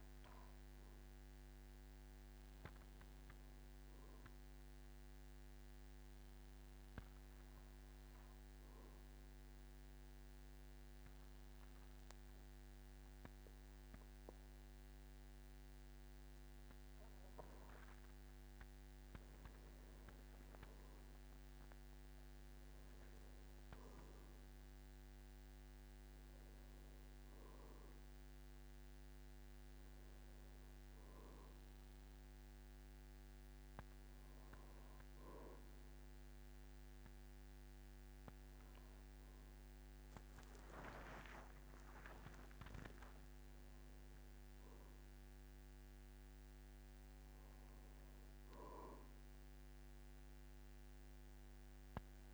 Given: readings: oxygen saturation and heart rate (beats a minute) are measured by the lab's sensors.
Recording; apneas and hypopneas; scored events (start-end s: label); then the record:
breathing in sleep, hard to hear, by a microphone on the trachea; 1
0.00-11.50 s: oxygen desaturation (device-marked, oxygen 94% lowest, heart rate 48 extreme)
5.00-17.50 s: obstructive apnea (oxygen 99% before, 94% lowest, heart rate 58 before, 48 extreme, up 24 after)
20.50-25.00 s: arousal
23.00-25.00 s: long interval between heartbeats (device-marked, heart rate 52 before, 69 extreme)
41.00-43.00 s: long interval between heartbeats (device-marked, heart rate 59 before, 67 extreme)
43.00-47.00 s: arousal
From the record:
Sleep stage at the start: N2 (light sleep); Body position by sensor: on the back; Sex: male